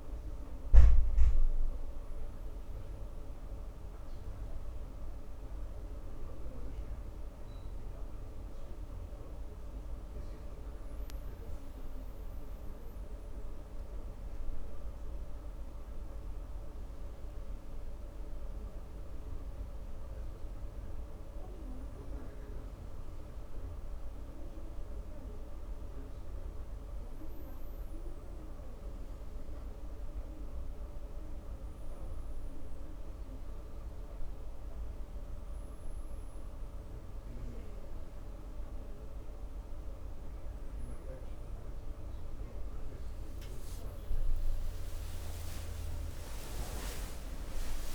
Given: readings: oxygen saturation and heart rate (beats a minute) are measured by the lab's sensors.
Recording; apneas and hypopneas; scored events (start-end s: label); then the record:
breathing in sleep, hard to hear, by a room microphone; none
44.50-47.95 s: arousal
From the record:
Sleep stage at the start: N1 (lightest sleep); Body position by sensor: on the back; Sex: male